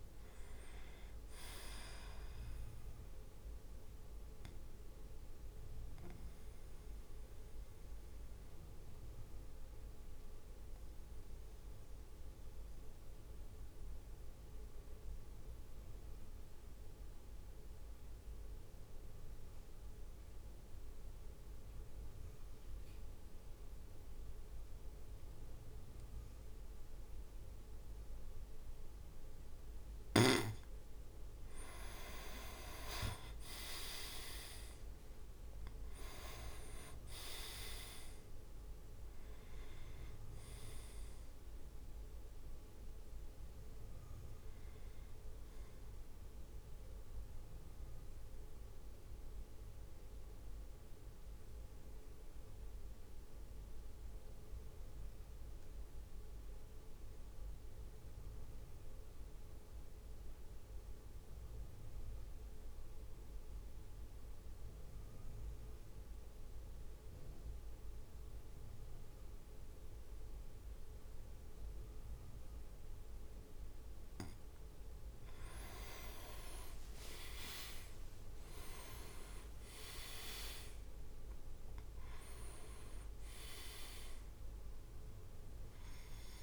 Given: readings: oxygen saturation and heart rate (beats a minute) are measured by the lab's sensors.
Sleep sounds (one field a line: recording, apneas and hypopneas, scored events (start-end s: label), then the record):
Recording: breathing in sleep by a room microphone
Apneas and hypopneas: 2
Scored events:
0.00-9.00 s: drop in pulse transit time (device-marked, heart rate 49 extreme)
4.00-30.00 s: mixed apnea (oxygen 99% before, 94% lowest, heart rate 55 before, 50 extreme, up 5 after)
32.00-35.00 s: leg movement (device-marked)
32.00-37.50 s: arousal
33.00-47.00 s: oxygen desaturation (device-marked, oxygen 99% before, 95% lowest, heart rate 54 before, 50 extreme)
34.00-48.00 s: drop in pulse transit time (device-marked, heart rate 54 before, 53 extreme)
35.50-41.00 s: leg movement (device-marked)
46.50-74.00 s: mixed apnea (oxygen 99% before, 94% lowest, heart rate 56 before, 49 extreme, up 4 after)
75.50-81.00 s: leg movement (device-marked)
76.50-81.00 s: arousal
77.00-86.43 s: oxygen desaturation (device-marked, oxygen 100% before, 96% lowest, heart rate 56 before, 49 extreme)
78.00-86.43 s: drop in pulse transit time (device-marked, heart rate 56 before, 53 extreme)
From the record:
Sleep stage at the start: N2 (light sleep)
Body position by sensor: on the back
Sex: male